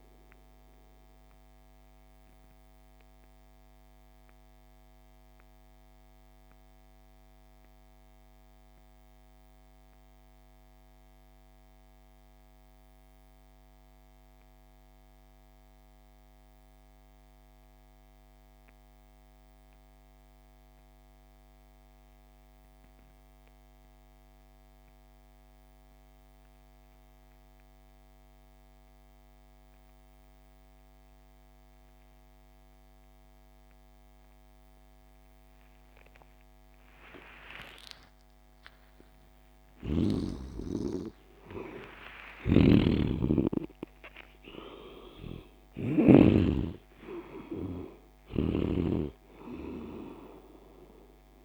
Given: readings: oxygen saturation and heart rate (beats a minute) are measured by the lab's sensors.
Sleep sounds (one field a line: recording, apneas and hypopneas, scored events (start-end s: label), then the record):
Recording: breathing in sleep by a microphone on the trachea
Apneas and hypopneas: 1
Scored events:
0.00-15.00 s: oxygen desaturation (device-marked, oxygen 79% lowest)
2.00-38.50 s: mixed apnea (oxygen 98% before, 73% lowest)
29.00-51.44 s: oxygen desaturation (device-marked, oxygen 97% before, 73% lowest)
39.50-44.50 s: arousal
41.50-45.50 s: snoring (device-marked)
From the record:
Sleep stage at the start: N2 (light sleep)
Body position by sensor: on the back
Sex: male